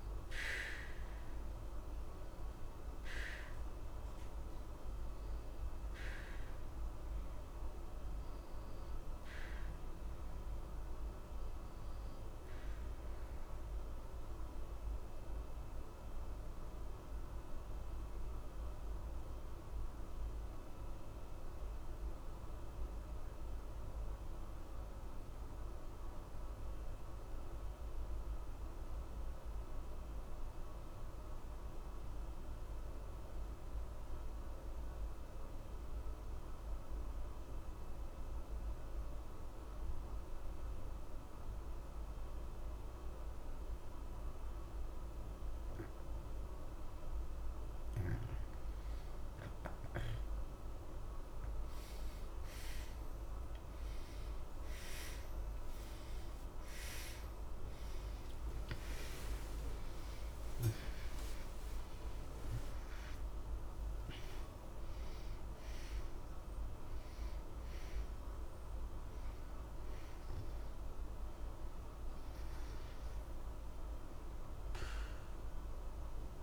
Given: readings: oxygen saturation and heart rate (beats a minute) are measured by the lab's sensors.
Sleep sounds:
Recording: breathing in sleep, hard to hear, by a room microphone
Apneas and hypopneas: 1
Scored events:
7.00-25.00 s: oxygen desaturation (device-marked, oxygen 90% before, 84% lowest, heart rate 60 before, 60 extreme)
11.50-46.50 s: mixed apnea (oxygen 92% before, 83% lowest, heart rate 60 before, 60 extreme, up 0 after)
52.50-57.50 s: arousal
From the record:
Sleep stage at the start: N2 (light sleep)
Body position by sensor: on the back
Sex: male

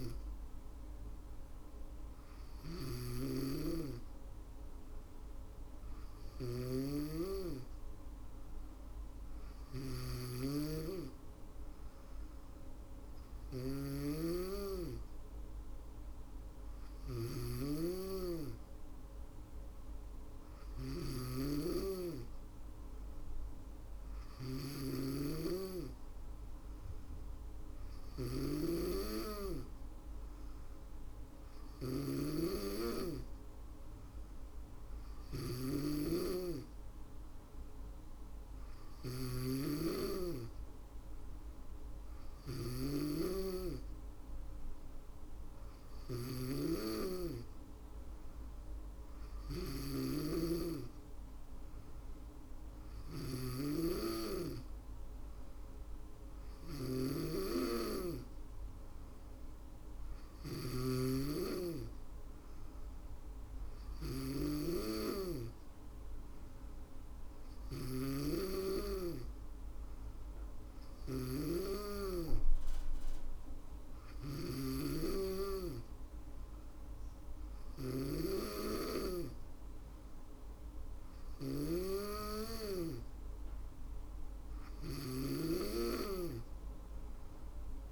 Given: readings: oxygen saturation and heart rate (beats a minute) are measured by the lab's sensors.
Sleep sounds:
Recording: breathing in sleep by a room microphone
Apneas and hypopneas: none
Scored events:
0.00-7.00 s: drop in pulse transit time (device-marked, heart rate 60 extreme)
0.00-60.00 s: snoring (device-marked)
66.50-73.50 s: snoring (device-marked)
83.50-87.92 s: snoring (device-marked)
From the record:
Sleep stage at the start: N2 (light sleep)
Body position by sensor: on the back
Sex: female

